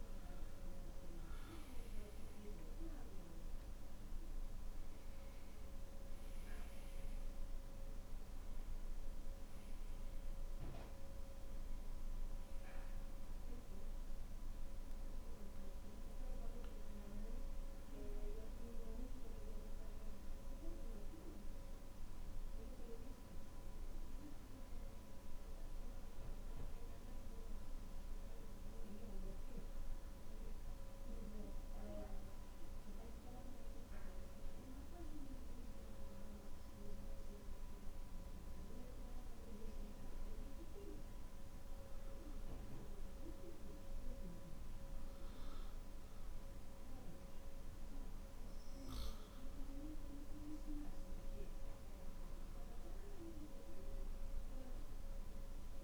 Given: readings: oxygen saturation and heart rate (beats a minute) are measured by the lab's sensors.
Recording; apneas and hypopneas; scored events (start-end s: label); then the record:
breathing in sleep by a room microphone; none
none scored
From the record:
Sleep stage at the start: N2 (light sleep); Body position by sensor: on the back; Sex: male